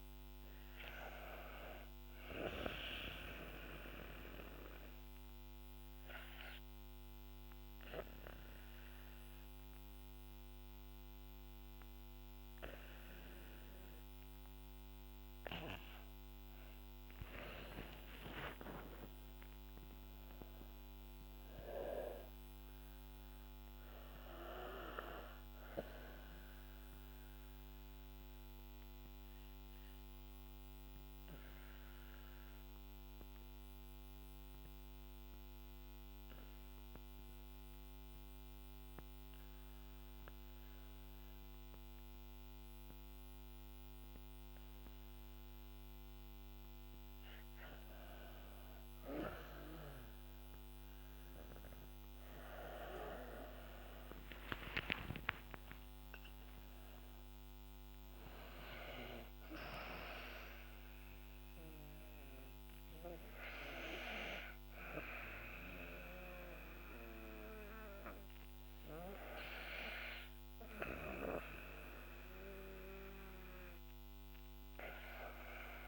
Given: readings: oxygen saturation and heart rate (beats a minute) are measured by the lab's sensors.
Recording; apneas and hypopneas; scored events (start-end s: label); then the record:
breathing in sleep by a microphone on the trachea; 2
3.50-15.50 s: obstructive apnea (oxygen 99% before, 91% lowest, heart rate 56 before, 48 extreme, up 17 after)
6.50-17.50 s: oxygen desaturation (device-marked, oxygen 98% before, 95% lowest, heart rate 56 before, 48 extreme)
16.50-20.00 s: arousal
22.50-41.50 s: oxygen desaturation (device-marked, oxygen 96% before, 92% lowest, heart rate 55 before, 48 extreme)
24.00-45.00 s: obstructive apnea (oxygen 98% before, 91% lowest, heart rate 55 before, 48 extreme, up 9 after)
48.50-54.00 s: arousal
52.50-75.50 s: oxygen desaturation (device-marked, oxygen 99% before, 91% lowest, heart rate 51 before, 50 extreme)
From the record:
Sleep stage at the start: REM sleep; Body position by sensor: on the back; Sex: female